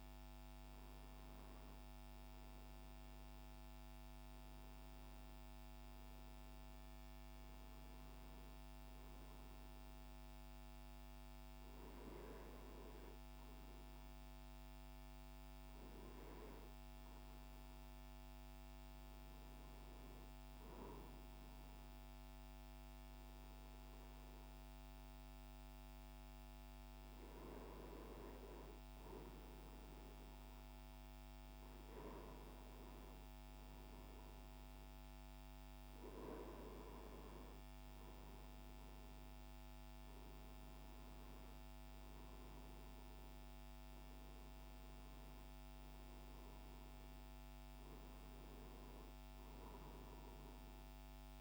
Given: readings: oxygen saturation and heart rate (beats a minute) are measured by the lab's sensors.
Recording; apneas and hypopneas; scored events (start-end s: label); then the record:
breathing in sleep, hard to hear, by a microphone on the trachea; none
39.00-43.00 s: arousal
From the record:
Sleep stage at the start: N2 (light sleep); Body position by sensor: on the right side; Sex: male